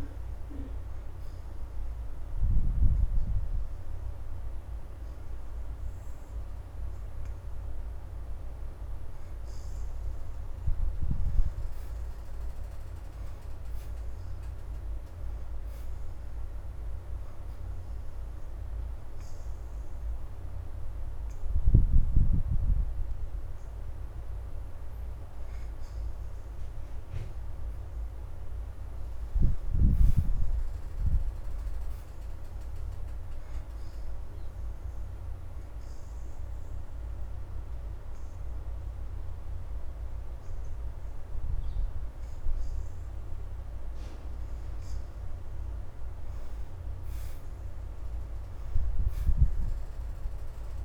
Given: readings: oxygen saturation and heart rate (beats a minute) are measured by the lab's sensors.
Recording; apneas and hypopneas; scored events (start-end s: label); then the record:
breathing in sleep, hard to hear, by a room microphone; 2
0.50-16.50 s: oxygen desaturation (device-marked, oxygen 82% before, 65% lowest, heart rate 82 before, 79 extreme)
2.00-12.00 s: hypopnea (oxygen 82% before, 63% lowest, heart rate 82 before, 79 extreme, up 2 after)
15.00-19.50 s: arousal
18.50-31.50 s: oxygen desaturation (device-marked, oxygen 79% before, 65% lowest, heart rate 83 before, 78 extreme)
33.50-50.50 s: oxygen desaturation (device-marked, oxygen 83% before, 64% lowest, heart rate 82 before, 76 extreme)
34.00-45.00 s: hypopnea (oxygen 83% before, 59% lowest, heart rate 82 before, 76 extreme, up 5 after)
47.00-50.00 s: arousal
From the record:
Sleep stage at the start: N2 (light sleep); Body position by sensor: on the back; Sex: female